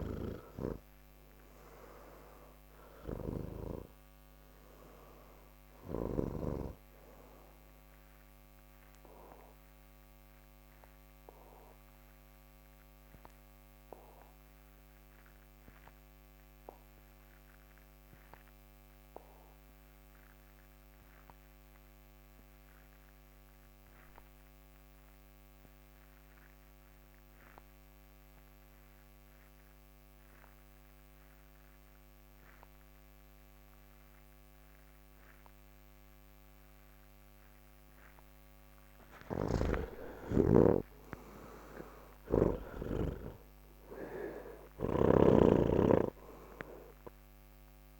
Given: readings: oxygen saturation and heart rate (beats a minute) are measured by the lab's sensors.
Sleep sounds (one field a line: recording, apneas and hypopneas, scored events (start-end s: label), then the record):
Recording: breathing in sleep by a microphone on the trachea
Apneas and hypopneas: 1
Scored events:
0.00-23.50 s: oxygen desaturation (device-marked, oxygen 74% lowest, heart rate 48 extreme)
9.00-38.50 s: obstructive apnea (oxygen 94% before, 73% lowest, heart rate 108 before, 48 extreme)
31.50-48.00 s: oxygen desaturation (device-marked, oxygen 98% before, 77% lowest, heart rate 87 before, 40 extreme)
39.00-45.00 s: snoring (device-marked)
From the record:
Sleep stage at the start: N3 (deep sleep)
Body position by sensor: on the back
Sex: male